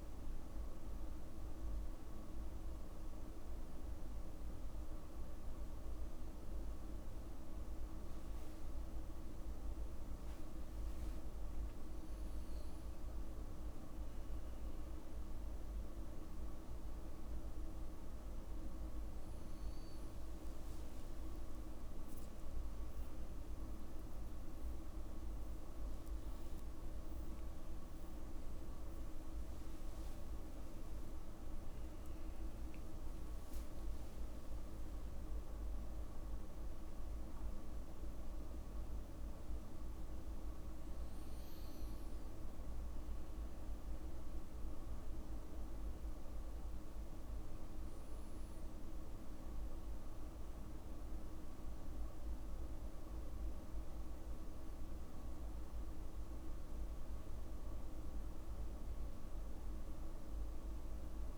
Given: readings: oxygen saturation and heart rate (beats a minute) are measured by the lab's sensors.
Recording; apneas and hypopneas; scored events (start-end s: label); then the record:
a person awake in a sleep study, hard to hear, by a room microphone; none
10.00-12.00 s: long interval between heartbeats (device-marked, heart rate 60 before, 59 extreme)
19.50-25.50 s: tachycardia (device-marked, heart rate 57 before, 110 extreme)
23.00-25.00 s: long interval between heartbeats (device-marked, heart rate 60 before, 110 extreme)
27.50-29.50 s: long interval between heartbeats (device-marked, heart rate 75 before, 100 extreme)
From the record:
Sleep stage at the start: awake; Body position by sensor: on the back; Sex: male